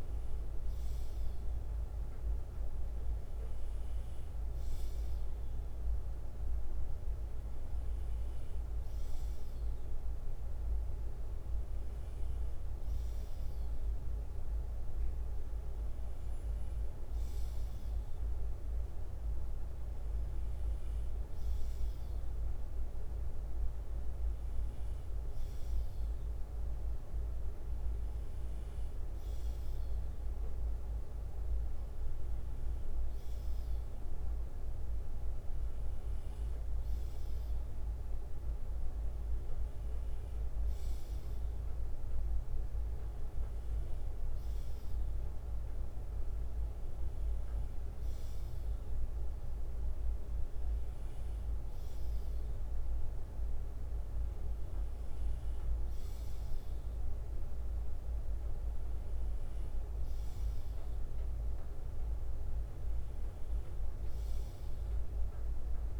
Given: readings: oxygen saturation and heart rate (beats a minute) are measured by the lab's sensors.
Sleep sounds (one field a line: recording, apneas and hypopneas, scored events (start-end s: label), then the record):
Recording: breathing in sleep, hard to hear, by a room microphone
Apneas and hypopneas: none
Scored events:
8.50-10.50 s: bradycardia (device-marked, heart rate 61 before, 60 extreme)
54.50-57.50 s: bradycardia (device-marked, heart rate 61 before, 59 extreme)
62.50-66.00 s: bradycardia (device-marked, heart rate 61 before, 59 extreme)
From the record:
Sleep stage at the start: N2 (light sleep)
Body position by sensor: on the left side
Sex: male